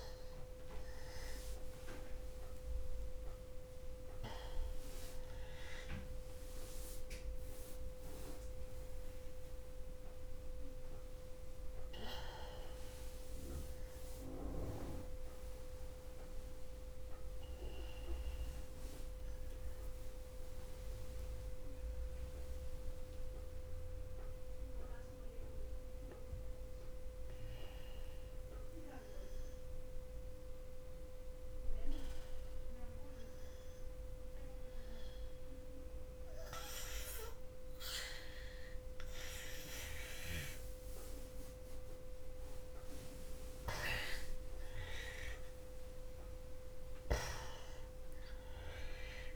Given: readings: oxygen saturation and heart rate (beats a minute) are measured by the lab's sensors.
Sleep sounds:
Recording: breathing in sleep by a room microphone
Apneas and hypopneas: 1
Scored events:
0.00-22.00 s: oxygen desaturation (device-marked, oxygen 86% lowest, heart rate 61 extreme)
11.00-15.00 s: arousal
17.50-40.50 s: obstructive apnea (oxygen 95% before, 88% lowest, heart rate 62 before, 61 extreme, up 0 after)
39.00-49.36 s: new sleep stage, N2 (light sleep)
44.50-49.36 s: arousal
46.00-49.36 s: oxygen desaturation (device-marked, oxygen 97% before, 88% lowest, heart rate 61 before, 60 extreme)
From the record:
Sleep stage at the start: N1 (lightest sleep)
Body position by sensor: on the back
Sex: male

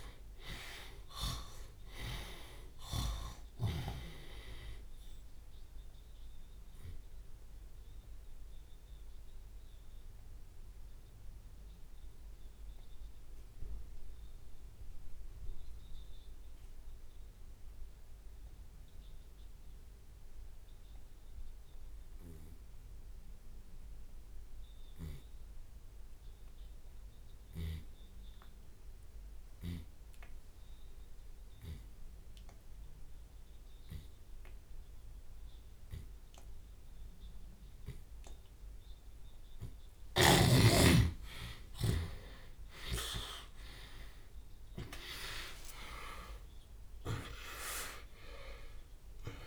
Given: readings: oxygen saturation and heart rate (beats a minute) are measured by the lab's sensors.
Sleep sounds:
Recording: breathing in sleep by a room microphone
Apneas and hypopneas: 1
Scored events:
0.00-4.50 s: tachycardia (device-marked, heart rate 139 extreme)
0.00-8.50 s: drop in pulse transit time (device-marked, heart rate 95 extreme)
4.50-22.50 s: oxygen desaturation (device-marked, oxygen 95% before, 79% lowest, heart rate 105 before, 54 extreme)
6.00-39.00 s: obstructive apnea (oxygen 96% before, 60% lowest, heart rate 108 before, 54 extreme, up 44 after)
28.50-49.47 s: tachycardia (device-marked, heart rate 71 before, 144 extreme)
31.50-33.50 s: long interval between heartbeats (device-marked, heart rate 61 before, 111 extreme)
36.00-38.00 s: long interval between heartbeats (device-marked, heart rate 73 before, 126 extreme)
38.00-40.00 s: long interval between heartbeats (device-marked, heart rate 81 before, 112 extreme)
40.50-42.50 s: long interval between heartbeats (device-marked, heart rate 90 before, 118 extreme)
41.00-46.00 s: arousal
43.50-45.50 s: long interval between heartbeats (device-marked, heart rate 100 before, 137 extreme)
43.50-49.47 s: drop in pulse transit time (device-marked, heart rate 100 before, 101 extreme)
45.50-47.50 s: long interval between heartbeats (device-marked, heart rate 108 before, 117 extreme)
47.50-49.47 s: new sleep stage, N1 (lightest sleep)
48.00-49.47 s: long interval between heartbeats (device-marked, heart rate 114 before, 126 extreme)
From the record:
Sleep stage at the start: N2 (light sleep)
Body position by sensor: on the left side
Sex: male

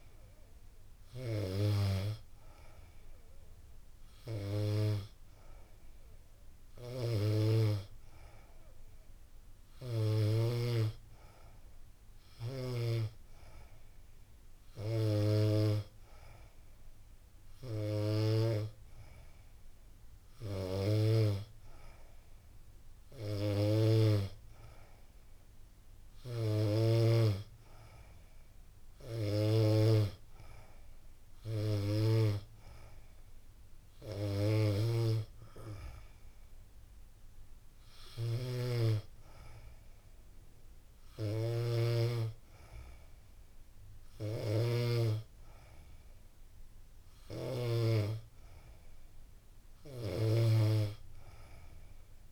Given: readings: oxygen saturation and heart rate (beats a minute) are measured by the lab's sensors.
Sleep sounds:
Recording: breathing in sleep by a room microphone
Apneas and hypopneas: none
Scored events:
47.50-52.32 s: new sleep stage, N2 (light sleep)
From the record:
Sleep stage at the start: N3 (deep sleep)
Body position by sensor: on the back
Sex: female

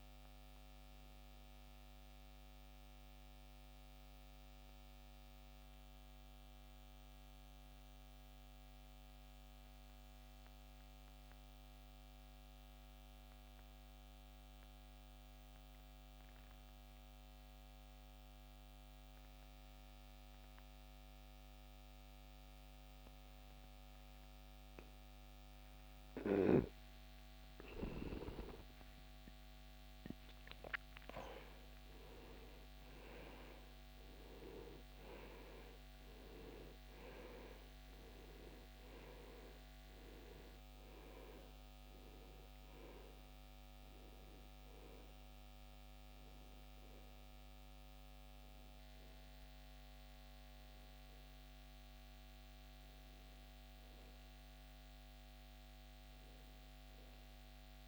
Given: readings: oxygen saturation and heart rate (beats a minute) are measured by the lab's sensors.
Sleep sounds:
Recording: breathing in sleep by a microphone on the trachea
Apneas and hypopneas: 1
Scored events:
0.00-19.00 s: oxygen desaturation (device-marked, oxygen 89% lowest, heart rate 47 extreme)
3.00-26.50 s: mixed apnea (oxygen 98% before, 81% lowest, heart rate 67 before, 47 extreme, up 6 after)
3.00-57.88 s: new sleep stage, N2 (light sleep)
27.50-32.50 s: arousal
54.00-57.88 s: arousal
From the record:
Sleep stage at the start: N1 (lightest sleep)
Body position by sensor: on the back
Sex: male

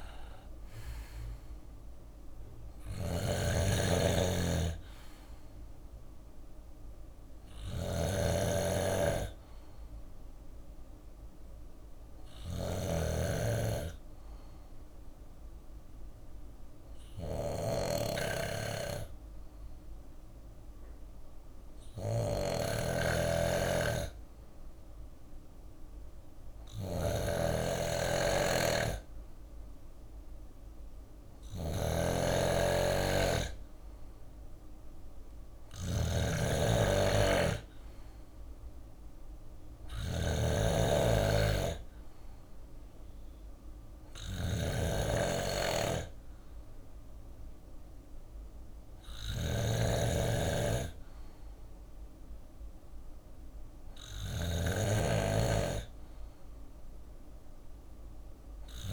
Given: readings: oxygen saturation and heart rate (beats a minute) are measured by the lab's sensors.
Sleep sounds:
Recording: breathing in sleep by a room microphone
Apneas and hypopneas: 1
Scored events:
0.00-1.50 s: arousal
0.00-31.00 s: bradycardia (device-marked, heart rate 52 before, 56 extreme)
2.00-58.93 s: snoring (device-marked)
5.00-19.00 s: oxygen desaturation (device-marked, oxygen 99% before, 93% lowest, heart rate 58 before, 58 extreme)
14.00-30.00 s: obstructive apnea (oxygen 99% before, 93% lowest, heart rate 57 before, 58 extreme, up 3 after)
32.50-37.00 s: arousal
34.00-44.00 s: drop in pulse transit time (device-marked, heart rate 58 before, 60 extreme)
44.00-50.00 s: bradycardia (device-marked, heart rate 52 before, 59 extreme)
From the record:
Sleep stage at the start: N2 (light sleep)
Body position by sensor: on the left side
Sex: male

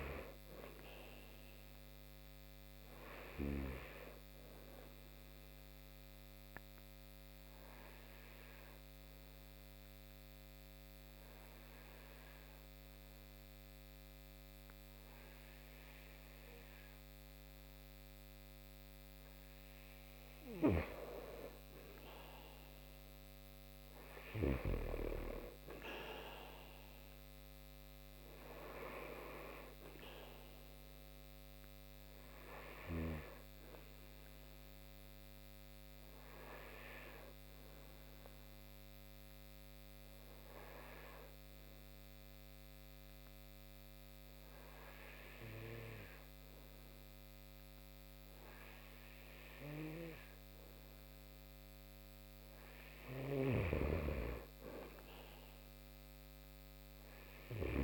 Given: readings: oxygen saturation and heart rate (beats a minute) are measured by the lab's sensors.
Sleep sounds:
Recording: breathing in sleep by a microphone on the trachea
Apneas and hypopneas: 2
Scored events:
0.00-17.00 s: oxygen desaturation (device-marked, oxygen 88% lowest)
3.00-19.00 s: obstructive apnea (oxygen 95% before, 88% lowest)
21.50-25.00 s: arousal
29.00-49.00 s: oxygen desaturation (device-marked, oxygen 95% before, 90% lowest)
31.00-50.00 s: hypopnea (oxygen 95% before, 89% lowest)
53.00-56.00 s: arousal
From the record:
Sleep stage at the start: N2 (light sleep)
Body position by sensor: on the right side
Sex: male

